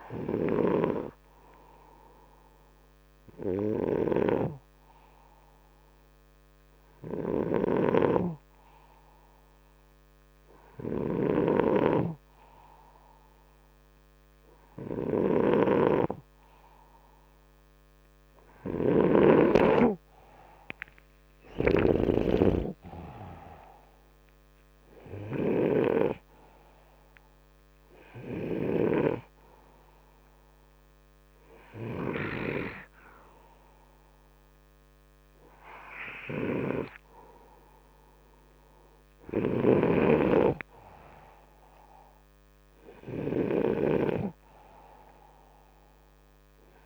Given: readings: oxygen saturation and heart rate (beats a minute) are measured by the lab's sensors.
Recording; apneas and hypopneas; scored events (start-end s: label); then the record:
breathing in sleep by a microphone on the trachea; none
0.00-13.50 s: oxygen desaturation (device-marked, oxygen 91% lowest, heart rate 60 extreme)
7.00-19.00 s: snoring (device-marked)
21.00-24.50 s: arousal
21.00-25.50 s: snoring (device-marked)
25.50-37.50 s: oxygen desaturation (device-marked, oxygen 96% before, 92% lowest, heart rate 70 before, 60 extreme)
36.00-39.50 s: snoring (device-marked)
From the record:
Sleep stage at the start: N2 (light sleep); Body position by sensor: upright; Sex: male